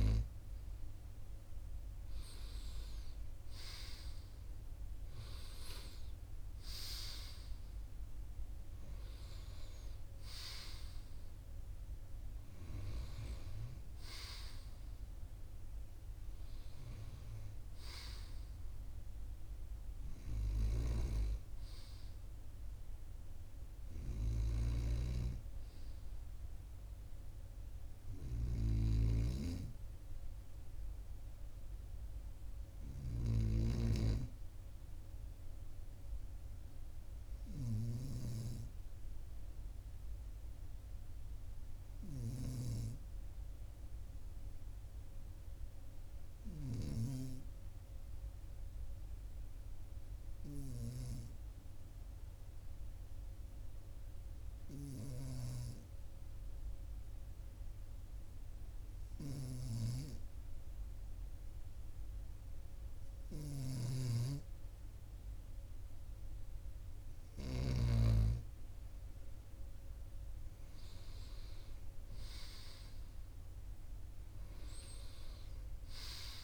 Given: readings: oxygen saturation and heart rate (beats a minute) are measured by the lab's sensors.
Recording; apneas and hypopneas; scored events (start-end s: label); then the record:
breathing in sleep by a room microphone; 1
43.50-62.00 s: hypopnea (oxygen 98% before, 95% lowest, heart rate 43 before, 42 extreme, up 1 after)
63.00-67.50 s: snoring (device-marked)
68.00-73.00 s: arousal
From the record:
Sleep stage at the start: N2 (light sleep); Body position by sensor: on the right side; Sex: male